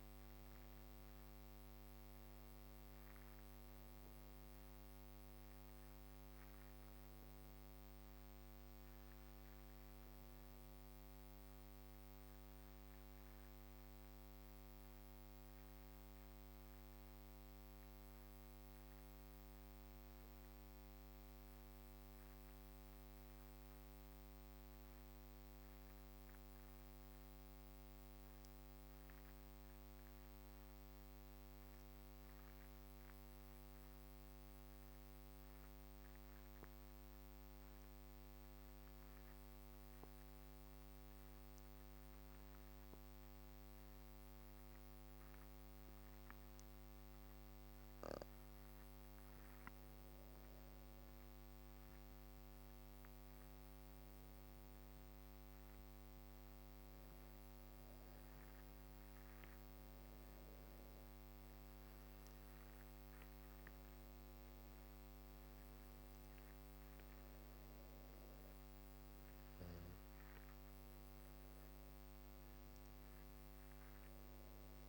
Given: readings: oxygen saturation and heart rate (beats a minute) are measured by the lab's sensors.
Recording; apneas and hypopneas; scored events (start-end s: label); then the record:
breathing in sleep, hard to hear, by a microphone on the trachea; 1
0.00-2.50 s: oxygen desaturation (device-marked, oxygen 94% lowest, heart rate 51 extreme)
10.50-48.00 s: obstructive apnea (oxygen 98% before, 89% lowest, heart rate 62 before, 53 extreme, up 13 after)
30.50-69.50 s: oxygen desaturation (device-marked, oxygen 100% before, 89% lowest, heart rate 53 before, 53 extreme)
50.00-54.50 s: arousal
From the record:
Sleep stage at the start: N2 (light sleep); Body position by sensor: on the back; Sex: female